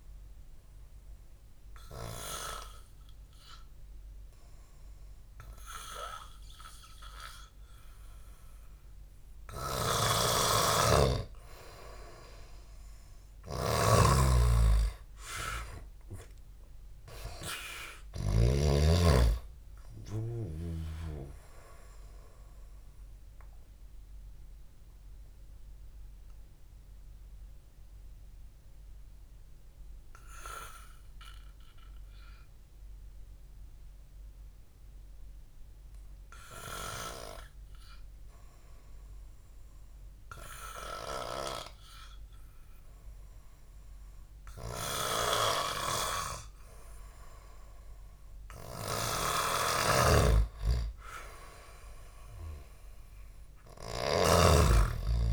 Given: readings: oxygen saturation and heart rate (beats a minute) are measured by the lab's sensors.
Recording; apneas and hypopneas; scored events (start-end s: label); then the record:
breathing in sleep by a room microphone; 1
0.00-1.50 s: arousal
10.00-19.00 s: snoring (device-marked)
24.00-39.00 s: mixed apnea (oxygen 98% before, 93% lowest, heart rate 58 before, 54 extreme)
42.50-47.00 s: arousal
50.00-54.50 s: snoring (device-marked)
From the record:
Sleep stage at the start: N2 (light sleep); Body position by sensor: on the back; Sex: male